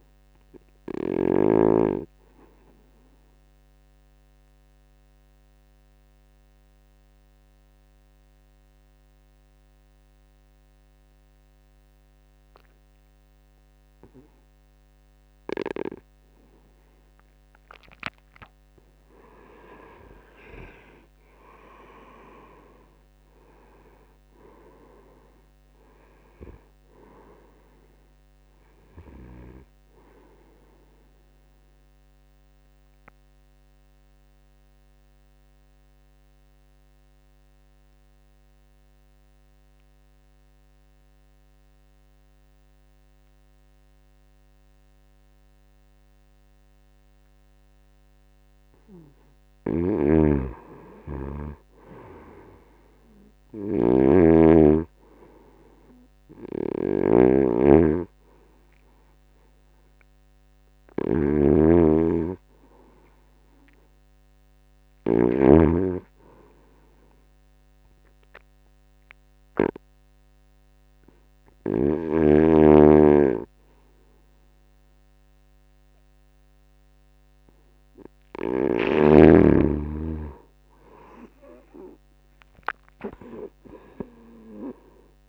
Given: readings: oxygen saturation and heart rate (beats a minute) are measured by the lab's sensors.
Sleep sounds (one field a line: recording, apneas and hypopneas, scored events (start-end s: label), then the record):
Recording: breathing in sleep by a microphone on the trachea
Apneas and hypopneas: 3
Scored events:
0.00-1.50 s: snoring (device-marked)
0.00-14.00 s: oxygen desaturation (device-marked, oxygen 90% lowest, heart rate 78 extreme)
3.50-18.50 s: obstructive apnea (oxygen 97% before, 89% lowest, heart rate 77 before, 78 extreme, up 5 after)
16.00-47.00 s: oxygen desaturation (device-marked, oxygen 97% before, 89% lowest, heart rate 78 before, 77 extreme)
20.00-24.00 s: arousal
32.00-49.00 s: obstructive apnea (oxygen 97% before, 89% lowest, heart rate 81 before, 77 extreme, up 0 after)
49.50-65.50 s: snoring (device-marked)
51.00-54.50 s: arousal
58.00-69.00 s: oxygen desaturation (device-marked, oxygen 98% before, 91% lowest, heart rate 79 before, 77 extreme)
64.50-77.50 s: hypopnea (oxygen 98% before, 88% lowest, heart rate 78 before, 77 extreme, up 4 after)
79.50-83.50 s: arousal
From the record:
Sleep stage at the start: N2 (light sleep)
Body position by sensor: on the back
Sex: male